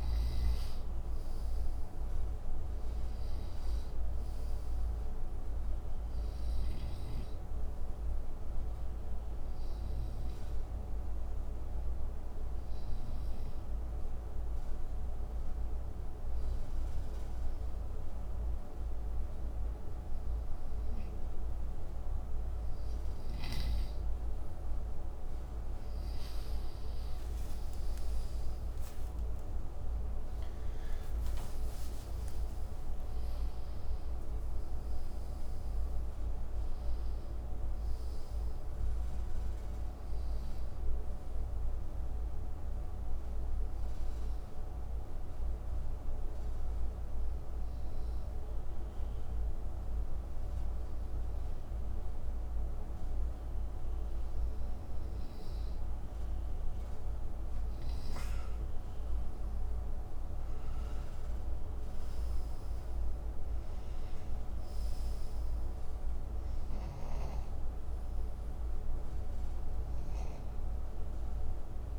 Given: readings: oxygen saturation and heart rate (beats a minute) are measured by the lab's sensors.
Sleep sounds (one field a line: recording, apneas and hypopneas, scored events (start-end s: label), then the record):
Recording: breathing in sleep, hard to hear, by a room microphone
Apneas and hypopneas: 2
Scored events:
0.00-1.00 s: arousal
0.00-19.00 s: oxygen desaturation (device-marked, oxygen 93% before, 89% lowest, heart rate 66 before, 59 extreme)
11.00-23.50 s: hypopnea (oxygen 93% before, 87% lowest, heart rate 66 before, 57 extreme, up 16 after)
27.50-33.50 s: arousal
39.00-51.00 s: oxygen desaturation (device-marked, oxygen 92% before, 87% lowest, heart rate 73 before, 58 extreme)
44.00-56.50 s: obstructive apnea (oxygen 94% before, 87% lowest, heart rate 72 before, 60 extreme, up 13 after)
58.50-62.50 s: arousal
63.00-71.99 s: oxygen desaturation (device-marked, oxygen 96% before, 89% lowest, heart rate 63 before, 60 extreme)
From the record:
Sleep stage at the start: N2 (light sleep)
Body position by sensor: on the right side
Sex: male